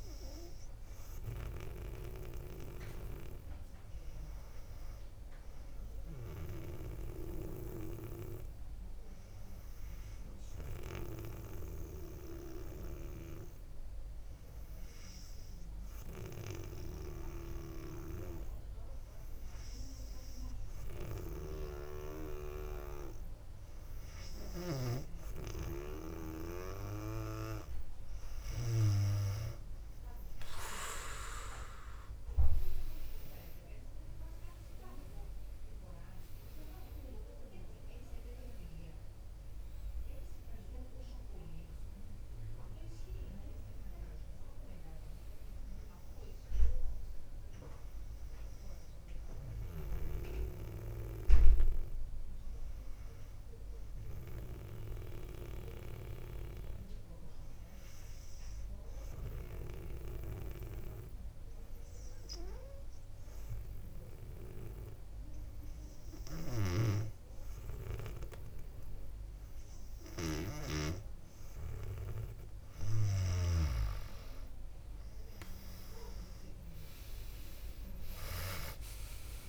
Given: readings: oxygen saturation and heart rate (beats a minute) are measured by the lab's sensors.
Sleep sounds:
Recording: breathing in sleep by a room microphone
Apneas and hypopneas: 2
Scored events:
3.50-28.00 s: hypopnea (oxygen 98% before, 97% lowest, heart rate 62 before, 56 extreme, up 7 after)
31.00-35.50 s: arousal
51.50-70.00 s: hypopnea (oxygen 99% before, 96% lowest, heart rate 63 before, 55 extreme, up 4 after)
55.50-66.50 s: drop in pulse transit time (device-marked, heart rate 62 before, 55 extreme)
66.50-73.50 s: snoring (device-marked)
75.50-79.49 s: arousal
From the record:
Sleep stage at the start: N2 (light sleep)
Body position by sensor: on the back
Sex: female

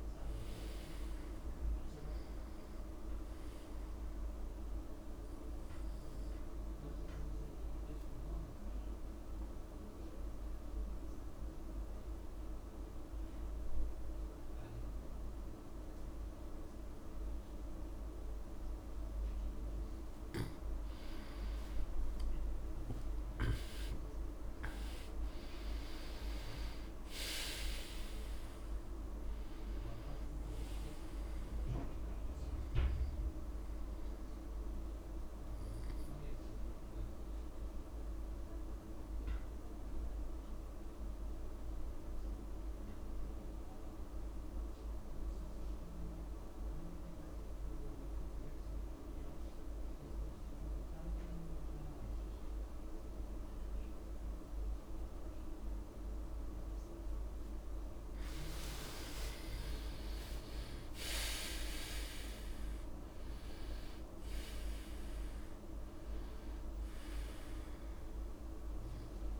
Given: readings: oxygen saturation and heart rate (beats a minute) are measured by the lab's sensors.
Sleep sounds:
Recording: breathing in sleep, hard to hear, by a room microphone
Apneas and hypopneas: 2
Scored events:
0.00-2.00 s: long interval between heartbeats (device-marked)
0.00-7.50 s: oxygen desaturation (device-marked, oxygen 94% lowest)
2.50-4.50 s: long interval between heartbeats (device-marked, heart rate 36 before, 70 extreme)
5.00-7.00 s: long interval between heartbeats (device-marked, heart rate 40 before, 55 extreme)
6.00-20.00 s: obstructive apnea (oxygen 98% before, 88% lowest)
9.00-11.00 s: long interval between heartbeats (device-marked, heart rate 46 before, 36 extreme)
14.50-16.50 s: long interval between heartbeats (device-marked, heart rate 52 before, 45 extreme)
22.00-24.00 s: long interval between heartbeats (device-marked, heart rate 49 before, 47 extreme)
22.00-26.50 s: arousal
23.50-45.50 s: oxygen desaturation (device-marked, oxygen 96% before, 90% lowest)
26.50-28.50 s: long interval between heartbeats (device-marked, heart rate 46 before, 59 extreme)
29.00-31.00 s: long interval between heartbeats (device-marked, heart rate 46 before, 43 extreme)
34.50-57.00 s: obstructive apnea (oxygen 96% before, 87% lowest)
43.00-45.00 s: long interval between heartbeats (device-marked)
49.50-51.50 s: long interval between heartbeats (device-marked)
53.50-55.50 s: long interval between heartbeats (device-marked)
56.50-69.40 s: oxygen desaturation (device-marked, oxygen 98% before, 88% lowest)
59.00-64.50 s: arousal
From the record:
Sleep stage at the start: N2 (light sleep)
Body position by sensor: on the back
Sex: male

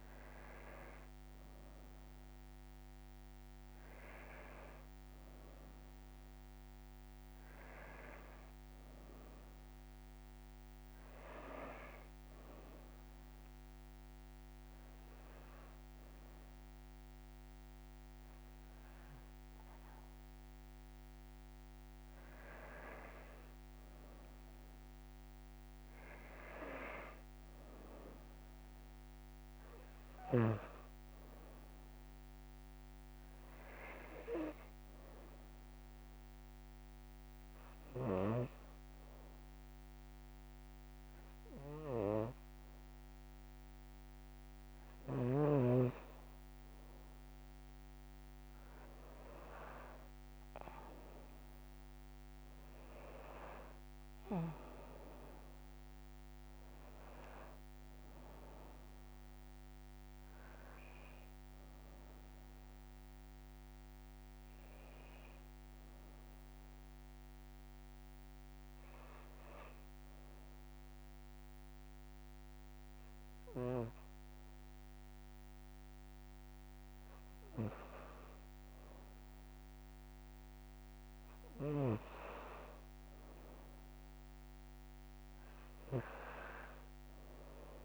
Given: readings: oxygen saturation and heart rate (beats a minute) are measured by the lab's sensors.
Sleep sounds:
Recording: breathing in sleep by a microphone on the trachea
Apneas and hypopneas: 3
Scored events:
11.50-21.50 s: hypopnea (oxygen 96% before, 91% lowest, heart rate 58 before, 57 extreme, up 0 after)
23.50-26.50 s: arousal
35.50-46.50 s: hypopnea (oxygen 96% before, 91% lowest, heart rate 58 before, 57 extreme, up 3 after)
50.50-54.50 s: arousal
56.50-71.50 s: oxygen desaturation (device-marked, oxygen 95% before, 91% lowest, heart rate 59 before, 56 extreme)
66.50-76.50 s: hypopnea (oxygen 95% before, 91% lowest, heart rate 59 before, 57 extreme, up 2 after)
79.00-82.50 s: arousal
From the record:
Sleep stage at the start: N2 (light sleep)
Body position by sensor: on the back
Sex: female

